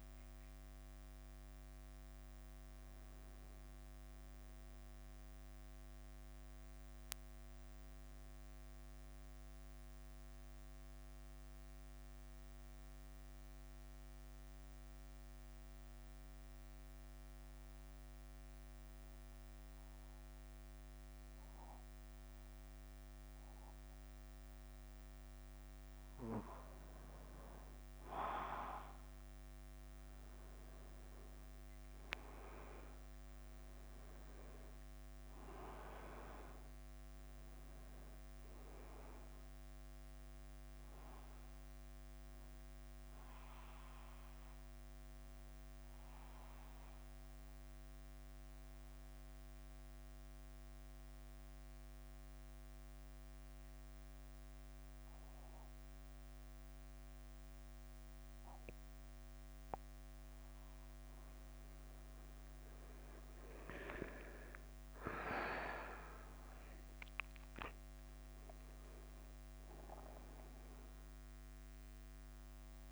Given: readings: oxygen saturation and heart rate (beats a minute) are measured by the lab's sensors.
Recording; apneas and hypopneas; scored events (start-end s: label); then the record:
breathing in sleep by a microphone on the trachea; 2
0.00-20.00 s: oxygen desaturation (device-marked, oxygen 90% lowest, heart rate 48 extreme)
0.00-72.92 s: bradycardia (device-marked, heart rate 46 extreme)
9.50-25.50 s: obstructive apnea (oxygen 98% before, 90% lowest, heart rate 53 before, 46 extreme, up 2 after)
31.50-37.00 s: arousal
35.00-61.00 s: oxygen desaturation (device-marked, oxygen 98% before, 92% lowest, heart rate 53 before, 46 extreme)
45.50-61.00 s: obstructive apnea (oxygen 98% before, 91% lowest, heart rate 53 before, 51 extreme, up 4 after)
62.00-67.50 s: arousal
From the record:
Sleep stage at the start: N2 (light sleep); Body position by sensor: on the back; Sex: male